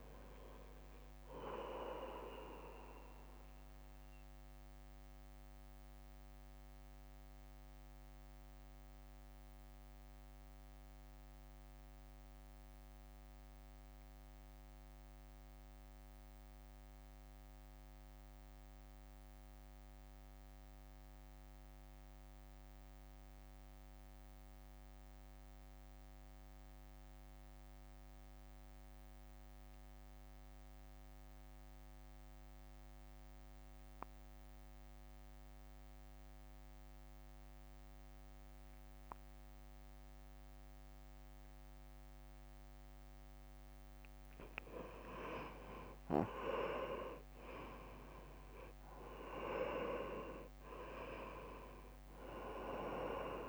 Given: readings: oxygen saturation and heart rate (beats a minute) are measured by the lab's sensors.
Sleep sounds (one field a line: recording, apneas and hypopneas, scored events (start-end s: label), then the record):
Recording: breathing in sleep by a microphone on the trachea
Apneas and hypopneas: 1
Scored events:
0.00-3.50 s: oxygen desaturation (device-marked, oxygen 88% lowest, heart rate 52 extreme)
0.00-7.50 s: drop in pulse transit time (device-marked, heart rate 54 extreme)
5.00-43.00 s: mixed apnea (oxygen 99% before, 84% lowest, heart rate 61 before, 53 extreme, up 9 after)
13.50-25.50 s: oxygen desaturation (device-marked, oxygen 90% before, 86% lowest, heart rate 59 before, 54 extreme)
39.50-53.49 s: oxygen desaturation (device-marked, oxygen 98% before, 90% lowest, heart rate 63 before, 54 extreme)
45.50-53.49 s: drop in pulse transit time (device-marked, heart rate 60 before, 54 extreme)
47.50-50.00 s: arousal
50.50-53.49 s: new sleep stage, REM sleep
From the record:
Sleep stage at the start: N2 (light sleep)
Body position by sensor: on the right side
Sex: male